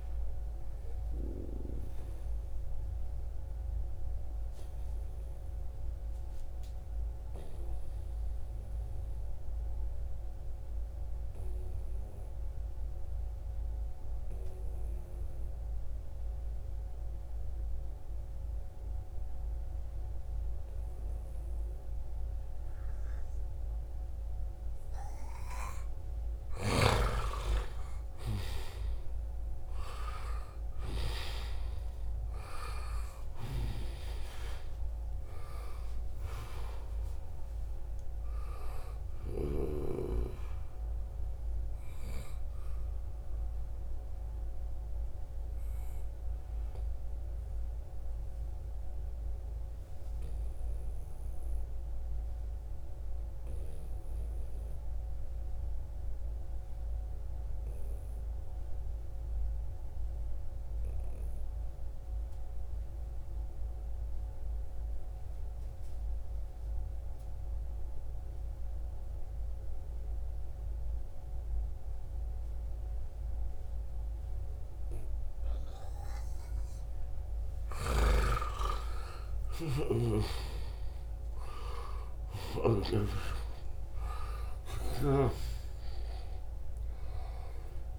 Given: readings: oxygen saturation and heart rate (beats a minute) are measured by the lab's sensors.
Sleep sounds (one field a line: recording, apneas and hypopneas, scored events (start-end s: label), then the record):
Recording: breathing in sleep by a room microphone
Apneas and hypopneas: 2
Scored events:
3.00-25.00 s: obstructive apnea (oxygen 96% before, 89% lowest, heart rate 79 before, 65 extreme, up 8 after)
21.50-42.50 s: oxygen desaturation (device-marked, oxygen 95% before, 89% lowest, heart rate 70 before, 66 extreme)
26.50-31.00 s: arousal
43.00-76.50 s: obstructive apnea (oxygen 95% before, 88% lowest, heart rate 74 before, 65 extreme, up 31 after)
71.50-87.99 s: oxygen desaturation (device-marked, oxygen 97% before, 88% lowest, heart rate 69 before, 66 extreme)
77.00-82.50 s: snoring (device-marked)
78.00-84.50 s: arousal
80.00-82.00 s: long interval between heartbeats (device-marked, heart rate 67 before, 75 extreme)
82.00-84.00 s: long interval between heartbeats (device-marked, heart rate 67 before, 89 extreme)
From the record:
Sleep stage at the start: N2 (light sleep)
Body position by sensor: on the right side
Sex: male